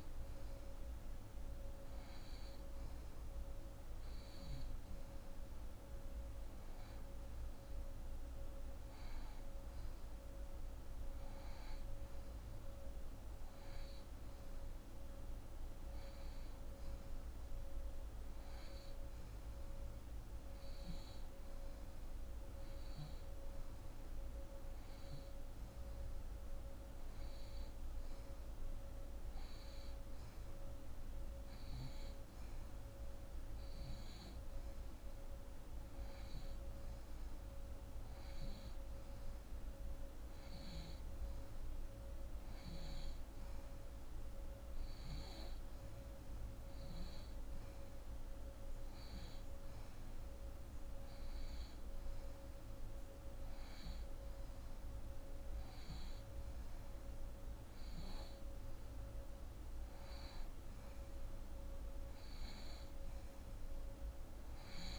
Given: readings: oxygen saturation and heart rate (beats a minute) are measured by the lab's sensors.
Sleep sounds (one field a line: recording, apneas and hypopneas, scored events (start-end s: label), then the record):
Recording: breathing in sleep, hard to hear, by a room microphone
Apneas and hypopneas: none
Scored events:
23.50-64.99 s: new sleep stage, N2 (light sleep)
From the record:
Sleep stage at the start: N1 (lightest sleep)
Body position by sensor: on the back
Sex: female